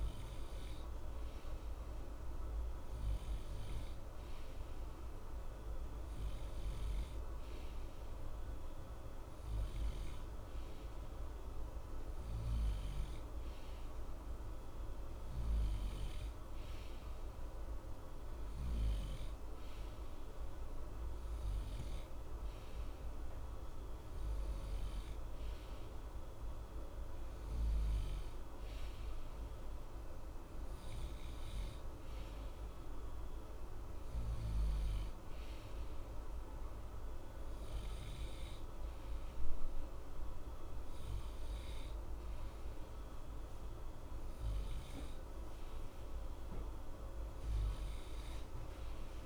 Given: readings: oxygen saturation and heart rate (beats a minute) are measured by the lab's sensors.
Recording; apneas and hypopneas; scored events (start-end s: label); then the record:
breathing in sleep, hard to hear, by a room microphone; none
none scored
From the record:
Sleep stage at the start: N2 (light sleep); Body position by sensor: on the right side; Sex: male